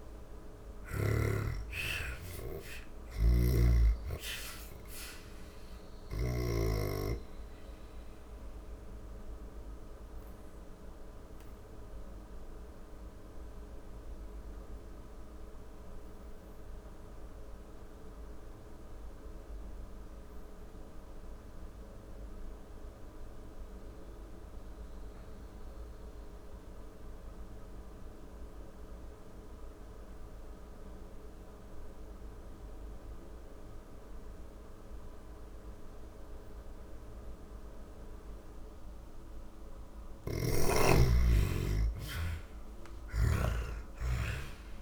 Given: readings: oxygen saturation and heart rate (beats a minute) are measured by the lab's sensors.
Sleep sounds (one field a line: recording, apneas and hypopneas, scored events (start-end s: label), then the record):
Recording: breathing in sleep by a room microphone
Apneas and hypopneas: 1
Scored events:
0.00-23.00 s: oxygen desaturation (device-marked, oxygen 81% lowest)
10.50-37.00 s: obstructive apnea (oxygen 97% before, 79% lowest)
36.00-44.82 s: oxygen desaturation (device-marked, oxygen 97% before, 79% lowest)
38.50-42.00 s: snoring (device-marked)
39.00-42.50 s: arousal
From the record:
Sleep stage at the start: N2 (light sleep)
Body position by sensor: on the back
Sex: female